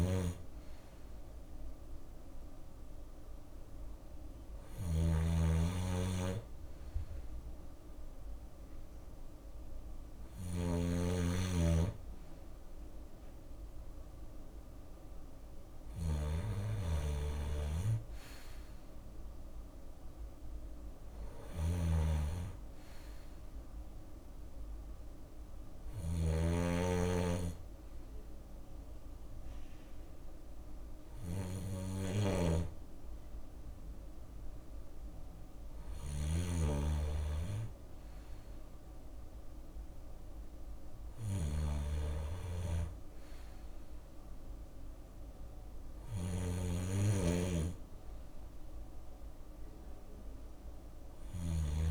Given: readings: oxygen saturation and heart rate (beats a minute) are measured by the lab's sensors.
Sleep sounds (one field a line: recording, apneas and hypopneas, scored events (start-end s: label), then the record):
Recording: breathing in sleep by a room microphone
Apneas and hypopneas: none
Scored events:
0.00-51.91 s: snoring (device-marked)
30.00-51.91 s: new sleep stage, N2 (light sleep)
From the record:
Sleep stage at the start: N1 (lightest sleep)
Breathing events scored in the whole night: 335 in 5.2 hours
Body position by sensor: on the left side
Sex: male